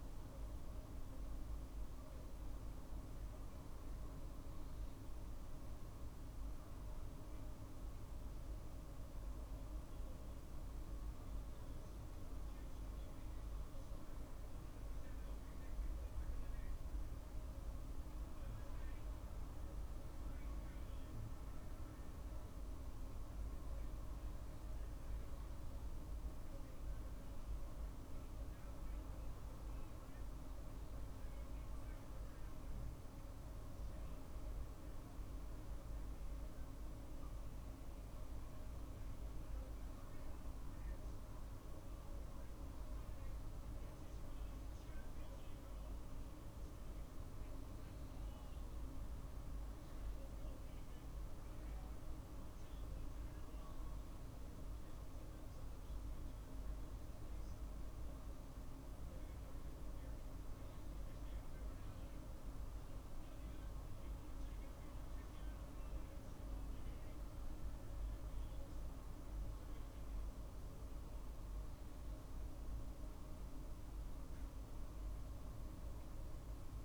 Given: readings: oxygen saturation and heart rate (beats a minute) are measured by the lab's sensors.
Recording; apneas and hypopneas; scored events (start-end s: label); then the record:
breathing in sleep, hard to hear, by a room microphone; none
none scored
From the record:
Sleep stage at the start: N2 (light sleep); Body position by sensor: on the right side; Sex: male